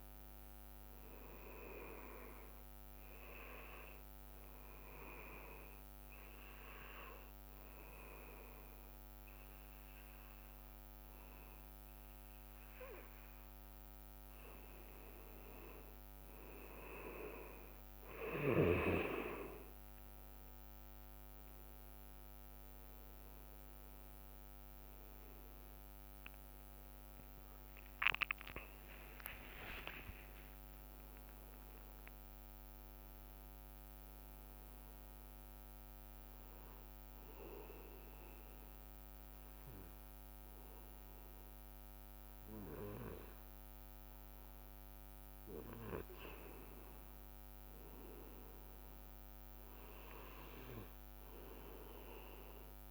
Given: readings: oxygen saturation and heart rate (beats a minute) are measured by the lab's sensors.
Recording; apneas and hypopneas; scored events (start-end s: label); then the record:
breathing in sleep by a microphone on the trachea; 2
3.00-15.00 s: hypopnea (oxygen 99% before, 95% lowest, heart rate 58 before, 58 extreme, up 3 after)
16.50-20.50 s: arousal
23.00-38.00 s: oxygen desaturation (device-marked, oxygen 99% before, 95% lowest, heart rate 58 before, 56 extreme)
30.00-35.00 s: arousal
30.50-32.50 s: long interval between heartbeats (device-marked, heart rate 59 before, 73 extreme)
38.00-48.00 s: hypopnea (oxygen 99% before, 94% lowest, heart rate 65 before, 49 extreme, up 4 after)
50.00-52.91 s: arousal
From the record:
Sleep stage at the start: N2 (light sleep); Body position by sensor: on the back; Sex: male